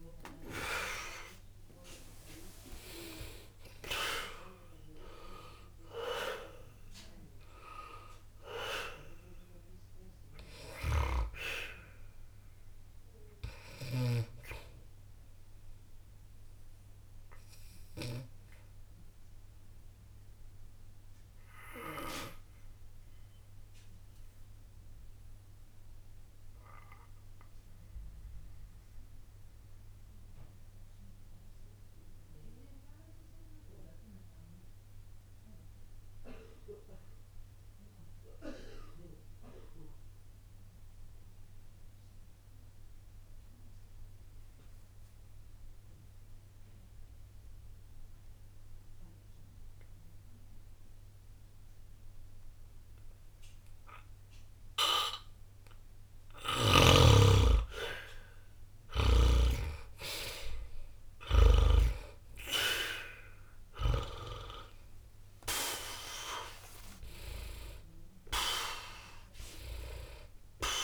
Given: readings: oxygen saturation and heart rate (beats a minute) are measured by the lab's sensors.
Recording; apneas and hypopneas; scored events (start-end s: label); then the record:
breathing in sleep by a room microphone; 1
0.00-34.00 s: oxygen desaturation (device-marked, oxygen 72% lowest, heart rate 60 extreme)
16.50-55.00 s: obstructive apnea (oxygen 94% before, 72% lowest, heart rate 63 before, 60 extreme, up 0 after)
53.00-70.84 s: oxygen desaturation (device-marked, oxygen 98% before, 73% lowest, heart rate 63 before, 59 extreme)
59.50-64.50 s: arousal
From the record:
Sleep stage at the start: N2 (light sleep); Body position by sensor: on the back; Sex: male